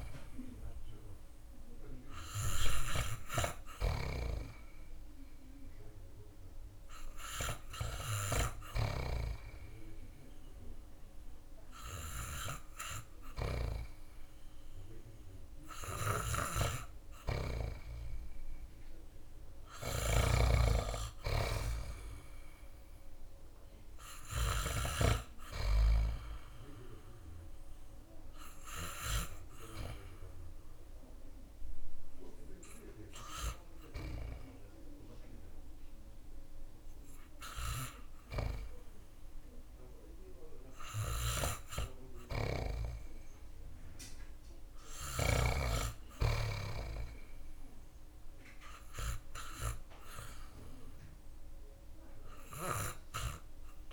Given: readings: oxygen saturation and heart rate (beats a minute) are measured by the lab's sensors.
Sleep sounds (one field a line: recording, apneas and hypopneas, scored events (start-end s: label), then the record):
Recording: breathing in sleep by a room microphone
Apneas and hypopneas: 1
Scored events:
18.50-53.93 s: new sleep stage, REM sleep
19.00-23.00 s: arousal
19.00-24.00 s: snoring (device-marked)
28.50-42.00 s: hypopnea (oxygen 97% before, 93% lowest)
44.00-47.00 s: arousal
From the record:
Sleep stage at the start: N2 (light sleep)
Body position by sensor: on the back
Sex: male